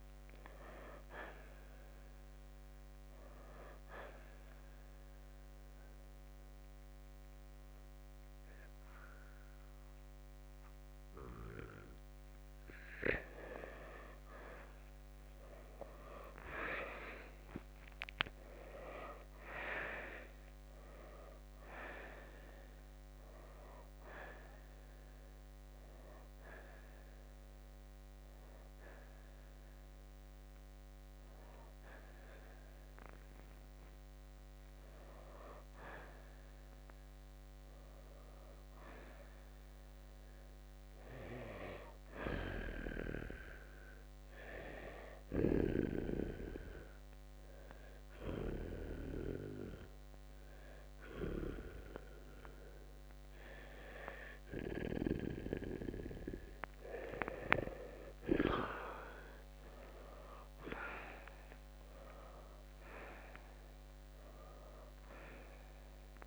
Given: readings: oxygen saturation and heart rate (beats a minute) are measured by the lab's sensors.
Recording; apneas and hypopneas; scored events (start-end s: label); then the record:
breathing in sleep by a microphone on the trachea; 2
6.50-21.50 s: oxygen desaturation (device-marked, oxygen 95% before, 88% lowest, heart rate 69 before, 56 extreme)
17.50-20.50 s: arousal
22.50-35.00 s: hypopnea (oxygen 95% before, 87% lowest, heart rate 68 before, 57 extreme, up 6 after)
32.50-44.50 s: oxygen desaturation (device-marked, oxygen 95% before, 87% lowest, heart rate 66 before, 57 extreme)
37.00-40.50 s: arousal
45.00-55.00 s: hypopnea (oxygen 95% before, 86% lowest, heart rate 67 before, 57 extreme, up 1 after)
59.00-63.50 s: arousal
From the record:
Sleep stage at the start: N2 (light sleep); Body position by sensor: on the right side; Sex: male